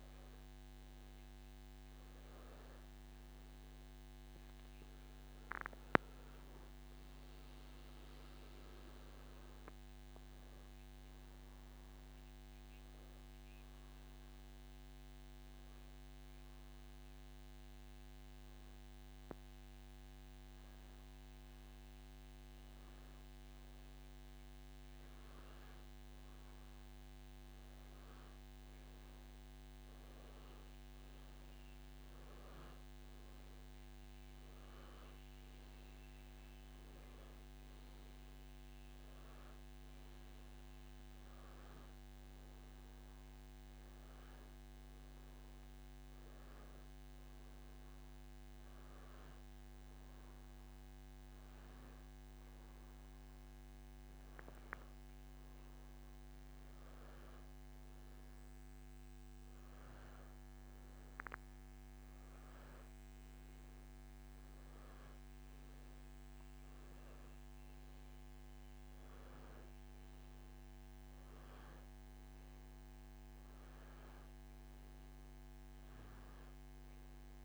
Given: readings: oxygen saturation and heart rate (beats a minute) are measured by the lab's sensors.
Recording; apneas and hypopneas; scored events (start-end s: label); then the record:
breathing in sleep, hard to hear, by a microphone on the trachea; 1
4.00-7.50 s: arousal
8.50-30.50 s: oxygen desaturation (device-marked, oxygen 96% before, 92% lowest, heart rate 85 before, 82 extreme)
14.50-27.00 s: hypopnea (oxygen 96% before, 92% lowest, heart rate 84 before, 82 extreme, up 5 after)
34.00-37.50 s: arousal
36.50-55.50 s: oxygen desaturation (device-marked, oxygen 97% before, 94% lowest, heart rate 85 before, 85 extreme)
From the record:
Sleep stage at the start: N2 (light sleep); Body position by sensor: on the back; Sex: male